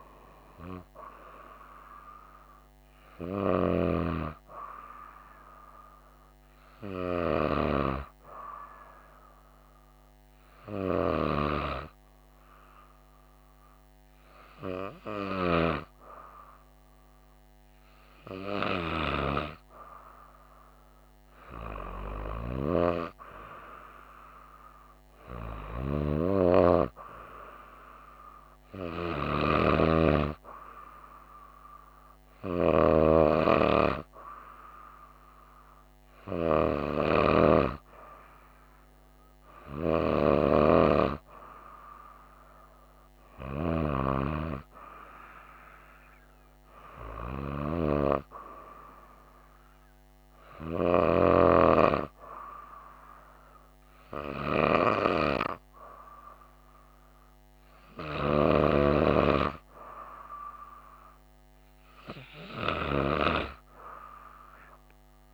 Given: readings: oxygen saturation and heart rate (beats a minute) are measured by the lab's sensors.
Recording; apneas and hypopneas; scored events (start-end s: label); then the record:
breathing in sleep by a microphone on the trachea; none
none scored
From the record:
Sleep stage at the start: N2 (light sleep); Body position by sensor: on the right side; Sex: female